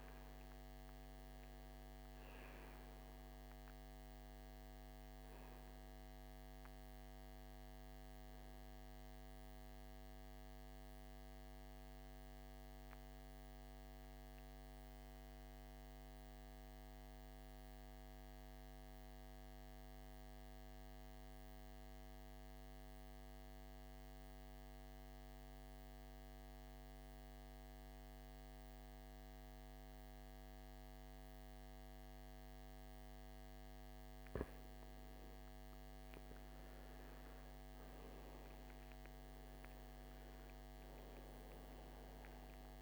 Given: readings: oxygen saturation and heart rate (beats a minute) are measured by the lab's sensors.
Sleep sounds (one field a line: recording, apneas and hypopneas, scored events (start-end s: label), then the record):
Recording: breathing in sleep, hard to hear, by a microphone on the trachea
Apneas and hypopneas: 1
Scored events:
0.00-16.00 s: oxygen desaturation (device-marked, oxygen 84% lowest, heart rate 53 extreme)
11.00-33.00 s: mixed apnea (oxygen 97% before, 88% lowest, heart rate 68 before, 53 extreme, up 15 after)
35.00-39.00 s: arousal
35.00-42.82 s: oxygen desaturation (device-marked, oxygen 98% before, 88% lowest, heart rate 53 before, 52 extreme)
From the record:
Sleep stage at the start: N2 (light sleep)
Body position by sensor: on the back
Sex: male